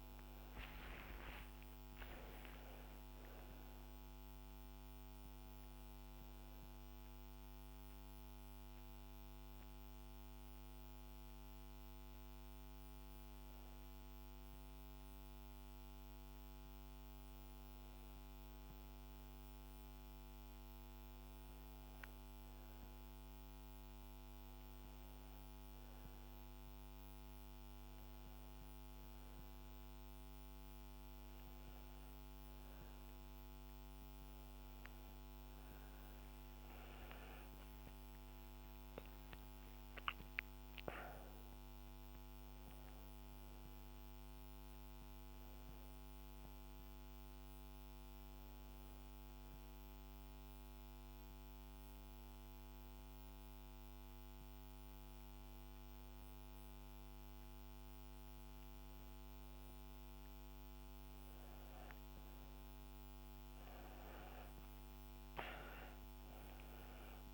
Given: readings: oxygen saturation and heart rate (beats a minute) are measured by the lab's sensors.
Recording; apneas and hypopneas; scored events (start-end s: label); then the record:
breathing in sleep, hard to hear, by a microphone on the trachea; 2
0.00-4.00 s: arousal
7.00-19.00 s: hypopnea (oxygen 100% before, 94% lowest, heart rate 70 before, 70 extreme, up 2 after)
30.50-41.50 s: oxygen desaturation (device-marked, oxygen 99% before, 96% lowest, heart rate 71 before, 69 extreme)
35.00-39.50 s: arousal
49.00-60.50 s: hypopnea (oxygen 99% before, 94% lowest, heart rate 75 before, 70 extreme, up 10 after)
53.50-60.50 s: oxygen desaturation (device-marked, oxygen 99% before, 96% lowest, heart rate 75 before, 70 extreme)
62.50-67.34 s: oxygen desaturation (device-marked, oxygen 98% before, 95% lowest, heart rate 74 before, 68 extreme)
63.00-66.50 s: arousal
From the record:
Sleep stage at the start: N1 (lightest sleep); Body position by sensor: on the back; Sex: female